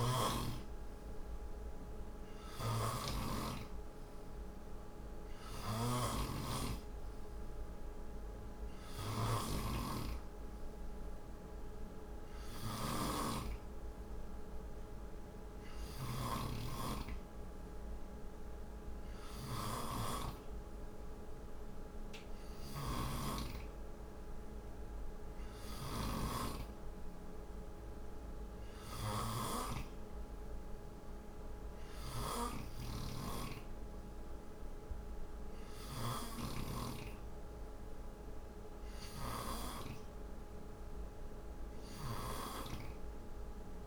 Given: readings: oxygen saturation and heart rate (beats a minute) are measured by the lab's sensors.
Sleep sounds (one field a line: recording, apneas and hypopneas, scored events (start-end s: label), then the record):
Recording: breathing in sleep by a room microphone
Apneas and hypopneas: none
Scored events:
0.00-42.00 s: snoring (device-marked)
From the record:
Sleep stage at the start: N2 (light sleep)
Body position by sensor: on the right side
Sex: male